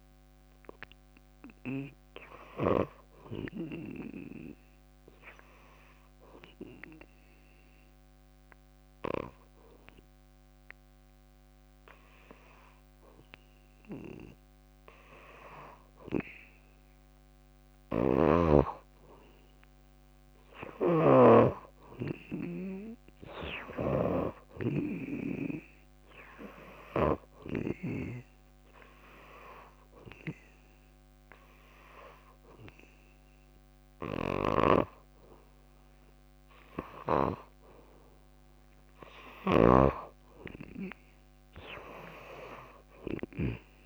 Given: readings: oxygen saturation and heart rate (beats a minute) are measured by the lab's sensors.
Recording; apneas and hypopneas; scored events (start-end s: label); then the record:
breathing in sleep by a microphone on the trachea; 2
0.00-14.00 s: oxygen desaturation (device-marked, oxygen 83% lowest, heart rate 56 extreme)
5.50-17.00 s: obstructive apnea (oxygen 94% before, 84% lowest, heart rate 68 before, 58 extreme, up 3 after)
19.50-22.50 s: arousal
20.50-28.00 s: snoring (device-marked)
27.00-37.00 s: oxygen desaturation (device-marked, oxygen 96% before, 89% lowest, heart rate 59 before, 55 extreme)
27.50-37.50 s: hypopnea (oxygen 97% before, 84% lowest, heart rate 59 before, 55 extreme, up 34 after)
39.50-43.86 s: snoring (device-marked)
40.00-42.00 s: long interval between heartbeats (device-marked, heart rate 65 before, 95 extreme)
40.50-43.86 s: arousal
From the record:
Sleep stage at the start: N2 (light sleep); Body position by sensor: on the back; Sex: female